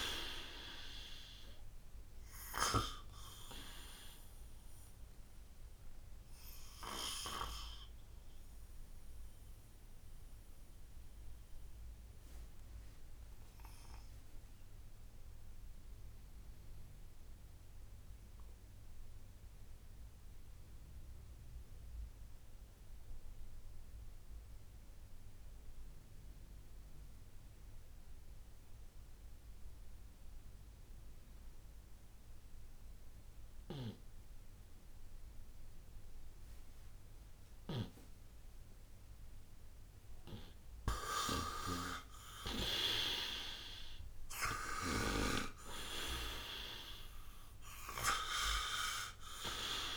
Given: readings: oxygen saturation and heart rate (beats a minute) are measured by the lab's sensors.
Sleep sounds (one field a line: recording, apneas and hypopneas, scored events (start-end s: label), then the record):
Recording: breathing in sleep by a room microphone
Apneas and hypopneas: 1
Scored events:
0.00-23.00 s: oxygen desaturation (device-marked, oxygen 82% lowest, heart rate 56 extreme)
4.00-40.00 s: obstructive apnea (oxygen 98% before, 82% lowest, heart rate 66 before, 56 extreme, up 11 after)
36.00-49.97 s: oxygen desaturation (device-marked, oxygen 98% before, 85% lowest, heart rate 59 before, 56 extreme)
41.50-46.00 s: arousal
From the record:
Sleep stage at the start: N2 (light sleep)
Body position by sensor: on the right side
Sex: male